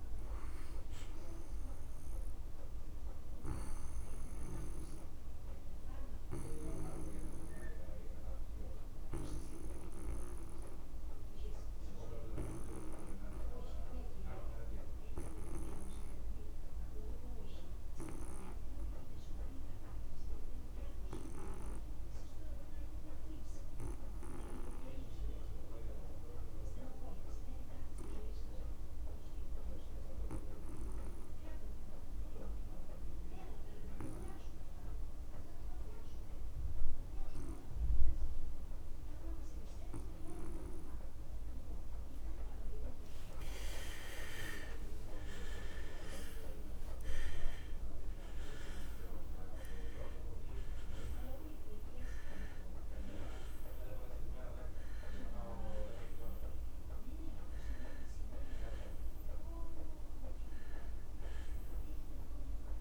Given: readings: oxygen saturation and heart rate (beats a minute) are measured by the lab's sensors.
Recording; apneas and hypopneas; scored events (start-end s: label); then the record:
breathing in sleep by a room microphone; 1
0.00-19.50 s: oxygen desaturation (device-marked, oxygen 84% lowest)
5.50-43.50 s: obstructive apnea (oxygen 98% before, 79% lowest)
35.50-62.81 s: oxygen desaturation (device-marked, oxygen 98% before, 79% lowest)
44.50-48.50 s: arousal
From the record:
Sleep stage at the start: N2 (light sleep); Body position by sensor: on the back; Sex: male